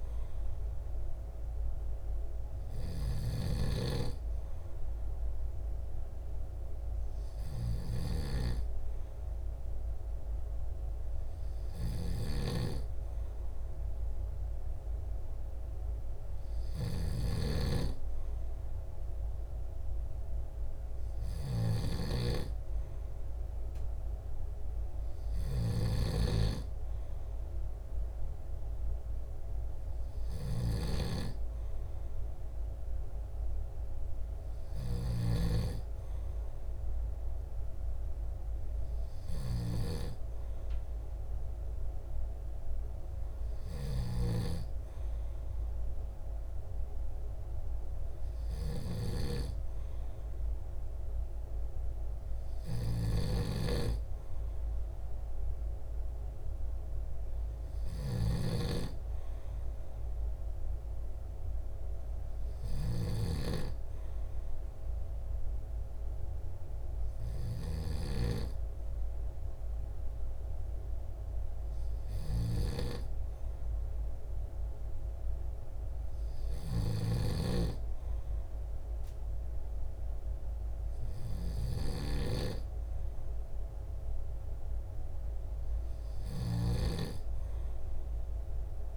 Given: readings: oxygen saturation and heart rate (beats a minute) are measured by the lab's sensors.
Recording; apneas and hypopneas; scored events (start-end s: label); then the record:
breathing in sleep by a room microphone; none
17.50-27.00 s: snoring (device-marked)
53.50-59.00 s: snoring (device-marked)
87.00-88.97 s: snoring (device-marked)
From the record:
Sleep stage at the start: N2 (light sleep); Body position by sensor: on the back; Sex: male